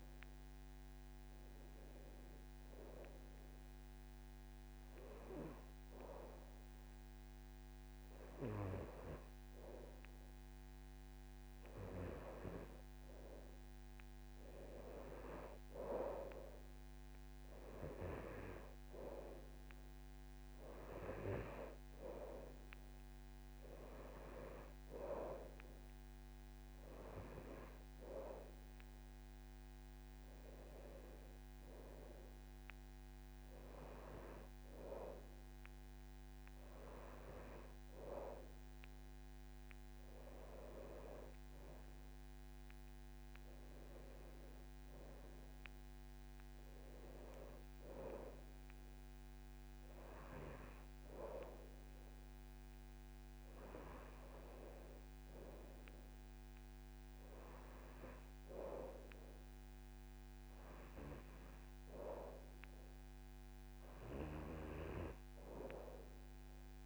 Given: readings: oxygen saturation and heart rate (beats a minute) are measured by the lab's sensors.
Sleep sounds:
breathing in sleep by a microphone on the trachea; 1
3.00-13.50 s: obstructive apnea (oxygen 97% before, 92% lowest, heart rate 60 before, 48 extreme)
15.50-19.00 s: arousal
17.50-39.50 s: oxygen desaturation (device-marked, oxygen 96% before, 92% lowest, heart rate 123 before, 45 extreme)
From the record:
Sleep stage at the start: N2 (light sleep); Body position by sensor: on the back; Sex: male

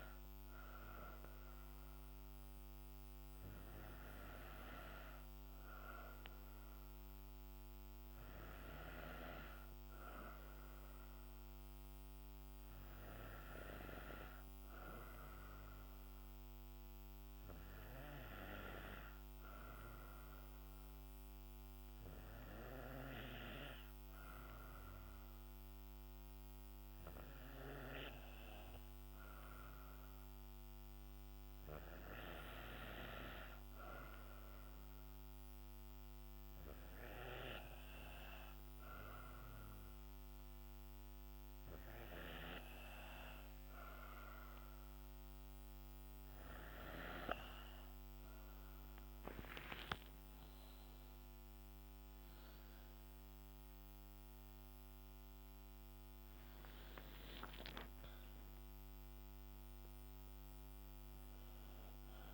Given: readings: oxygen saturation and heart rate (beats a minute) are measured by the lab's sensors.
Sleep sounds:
breathing in sleep by a microphone on the trachea; 1
11.00-48.00 s: obstructive apnea (oxygen 94% before, 89% lowest, heart rate 64 before, 61 extreme, up 8 after)
31.50-47.50 s: oxygen desaturation (device-marked, oxygen 93% before, 89% lowest, heart rate 63 before, 66 extreme)
From the record:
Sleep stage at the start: N2 (light sleep); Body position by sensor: on the back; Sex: female

